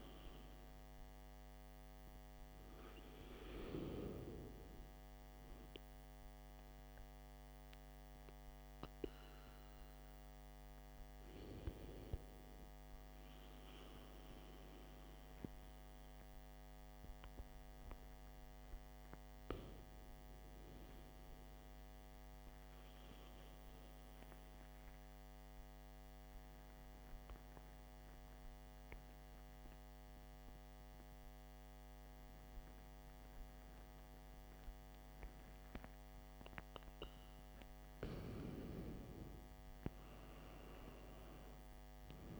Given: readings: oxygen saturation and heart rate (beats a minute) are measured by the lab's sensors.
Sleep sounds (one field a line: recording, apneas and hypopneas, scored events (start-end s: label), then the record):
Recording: breathing in sleep by a microphone on the trachea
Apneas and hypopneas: 1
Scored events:
13.00-17.00 s: arousal
24.50-36.00 s: obstructive apnea (oxygen 95% before, 93% lowest, heart rate 58 before, 51 extreme, up 5 after)
39.50-42.40 s: arousal
From the record:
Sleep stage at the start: N2 (light sleep)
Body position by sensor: on the back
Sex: male